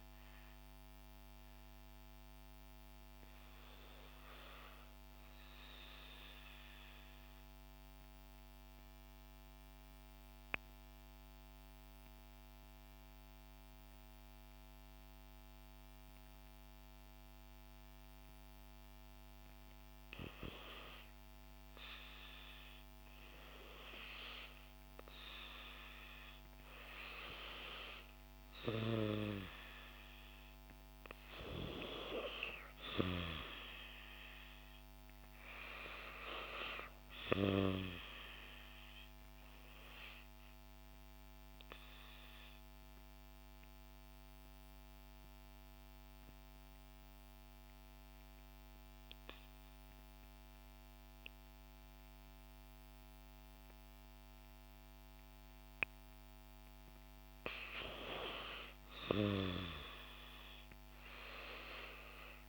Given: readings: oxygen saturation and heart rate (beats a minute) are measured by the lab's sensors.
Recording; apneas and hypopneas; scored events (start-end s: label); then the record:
breathing in sleep by a microphone on the trachea; 2
0.00-8.00 s: oxygen desaturation (device-marked, oxygen 84% lowest, heart rate 55 extreme)
5.00-20.00 s: obstructive apnea (oxygen 94% before, 84% lowest, heart rate 62 before, 55 extreme, up 2 after)
22.50-27.50 s: arousal
23.00-46.00 s: oxygen desaturation (device-marked, oxygen 96% before, 89% lowest, heart rate 56 before, 58 extreme)
41.50-56.50 s: obstructive apnea (oxygen 96% before, 83% lowest, heart rate 59 before, 61 extreme, up 3 after)
57.00-62.49 s: oxygen desaturation (device-marked, oxygen 91% before, 84% lowest, heart rate 62 before, 64 extreme)
From the record:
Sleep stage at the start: REM sleep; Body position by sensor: on the back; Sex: female